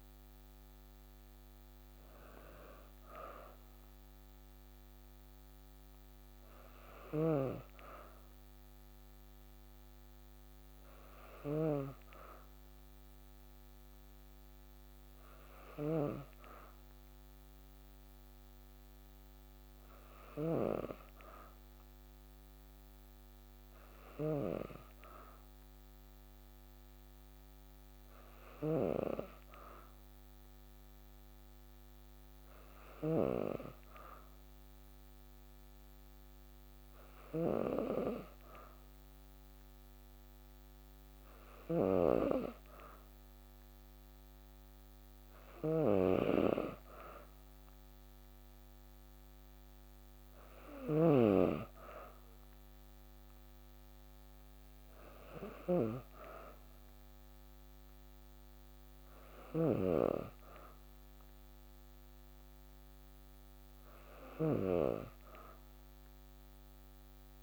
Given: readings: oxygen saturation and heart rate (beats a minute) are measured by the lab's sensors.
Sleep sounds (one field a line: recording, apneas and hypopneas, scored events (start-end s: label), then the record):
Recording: breathing in sleep by a microphone on the trachea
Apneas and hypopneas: none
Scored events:
6.50-24.00 s: snoring (device-marked)
41.00-50.50 s: snoring (device-marked)
58.50-67.43 s: snoring (device-marked)
From the record:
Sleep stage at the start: N2 (light sleep)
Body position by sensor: on the back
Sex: female